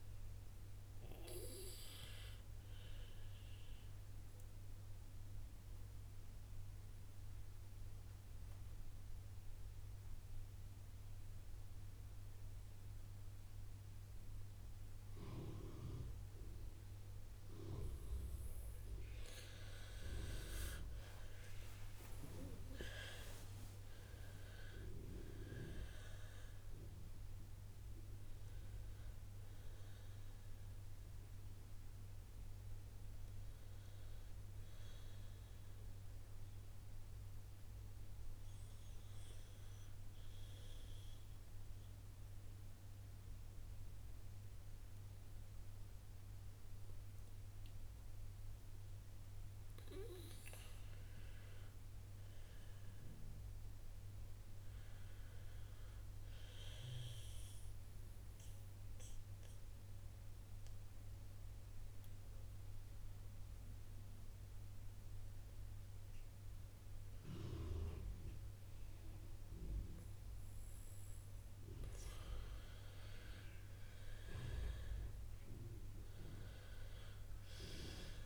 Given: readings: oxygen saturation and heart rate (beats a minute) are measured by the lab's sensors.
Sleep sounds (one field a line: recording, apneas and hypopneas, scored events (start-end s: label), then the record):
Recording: breathing in sleep by a room microphone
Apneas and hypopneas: 3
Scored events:
0.00-1.50 s: oxygen desaturation (device-marked, oxygen 87% lowest, heart rate 57 extreme)
4.50-17.50 s: obstructive apnea (oxygen 92% before, 80% lowest, heart rate 60 before, 57 extreme, up 11 after)
6.50-18.50 s: oxygen desaturation (device-marked, oxygen 91% before, 88% lowest, heart rate 60 before, 57 extreme)
19.50-24.00 s: arousal
27.50-51.50 s: oxygen desaturation (device-marked, oxygen 90% before, 80% lowest, heart rate 61 before, 57 extreme)
40.00-50.50 s: obstructive apnea (oxygen 90% before, 80% lowest, heart rate 64 before, 57 extreme, up 3 after)
51.50-55.50 s: arousal
58.50-70.00 s: obstructive apnea (oxygen 95% before, 82% lowest, heart rate 58 before, 56 extreme, up 4 after)
60.50-74.50 s: oxygen desaturation (device-marked, oxygen 95% before, 87% lowest, heart rate 58 before, 56 extreme)
73.50-77.50 s: arousal
From the record:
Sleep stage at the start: N2 (light sleep)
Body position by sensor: on the right side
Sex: female